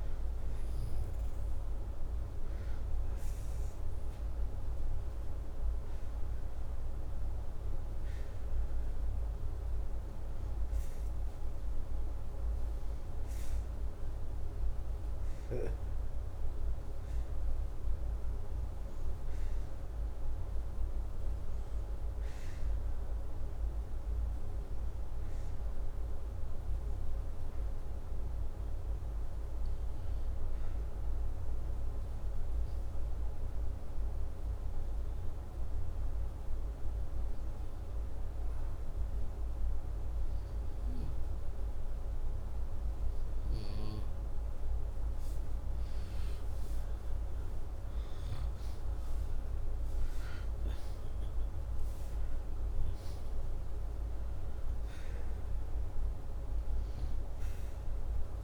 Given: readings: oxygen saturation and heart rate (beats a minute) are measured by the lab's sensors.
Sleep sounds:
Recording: breathing in sleep, hard to hear, by a room microphone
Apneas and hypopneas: 2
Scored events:
3.00-6.00 s: arousal
9.00-20.50 s: hypopnea (oxygen 96% before, 91% lowest, heart rate 86 before, 81 extreme, up 2 after)
22.50-26.00 s: arousal
33.50-45.00 s: hypopnea (oxygen 96% before, 91% lowest, heart rate 84 before, 81 extreme, up 3 after)
46.50-50.00 s: arousal
49.00-58.44 s: oxygen desaturation (device-marked, oxygen 96% before, 91% lowest, heart rate 82 before, 82 extreme)
From the record:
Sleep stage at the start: N2 (light sleep)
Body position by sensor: upright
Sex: male

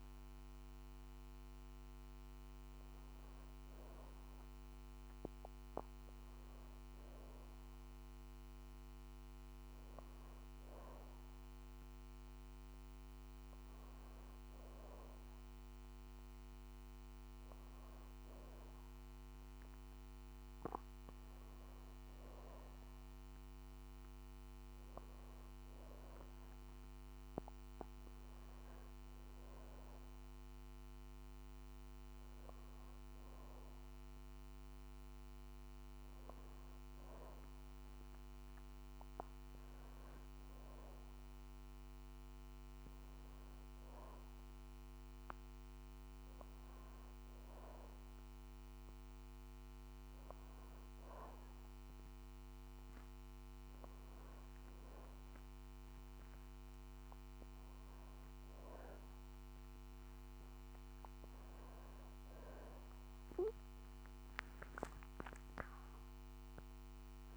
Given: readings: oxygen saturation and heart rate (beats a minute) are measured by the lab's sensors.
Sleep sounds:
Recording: breathing in sleep, hard to hear, by a microphone on the trachea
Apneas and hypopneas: none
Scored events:
59.00-67.37 s: new sleep stage, N1 (lightest sleep)
59.50-64.50 s: arousal
From the record:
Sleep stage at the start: N2 (light sleep)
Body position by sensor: on the back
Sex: female

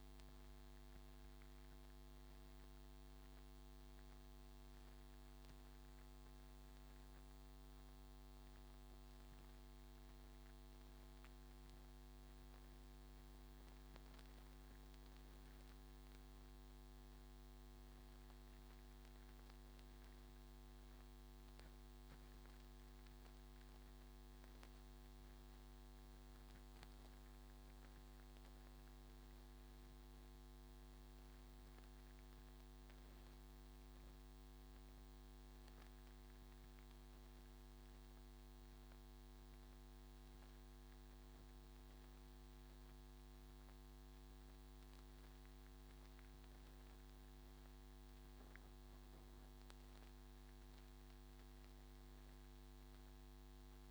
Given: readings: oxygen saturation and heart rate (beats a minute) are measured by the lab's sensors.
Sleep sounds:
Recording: breathing in sleep, hard to hear, by a microphone on the trachea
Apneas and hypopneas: none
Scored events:
27.00-31.50 s: arousal
From the record:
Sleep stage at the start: N2 (light sleep)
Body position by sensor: on the front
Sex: male

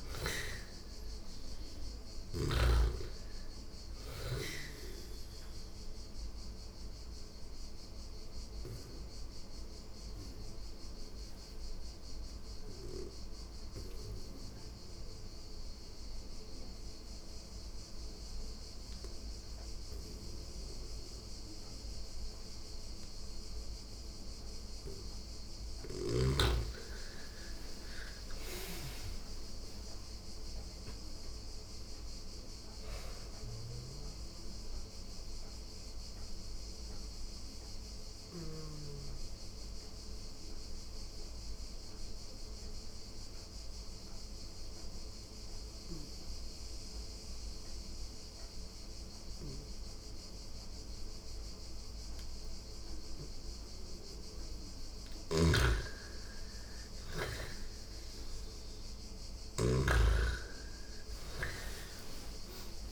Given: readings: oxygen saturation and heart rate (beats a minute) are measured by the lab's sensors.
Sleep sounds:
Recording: breathing in sleep by a room microphone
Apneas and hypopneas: 2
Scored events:
0.00-1.50 s: arousal
0.00-2.00 s: snoring (device-marked)
4.50-24.00 s: obstructive apnea (oxygen 97% before, 85% lowest)
6.00-20.00 s: oxygen desaturation (device-marked, oxygen 97% before, 86% lowest)
25.50-29.50 s: arousal
31.00-51.00 s: oxygen desaturation (device-marked, oxygen 98% before, 87% lowest)
32.50-38.00 s: snoring (device-marked)
32.50-53.50 s: obstructive apnea (oxygen 98% before, 85% lowest)
54.50-59.00 s: snoring (device-marked)
57.50-62.00 s: arousal
60.00-62.92 s: oxygen desaturation (device-marked, oxygen 99% before, 85% lowest)
From the record:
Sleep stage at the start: N2 (light sleep)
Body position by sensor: on the back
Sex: female

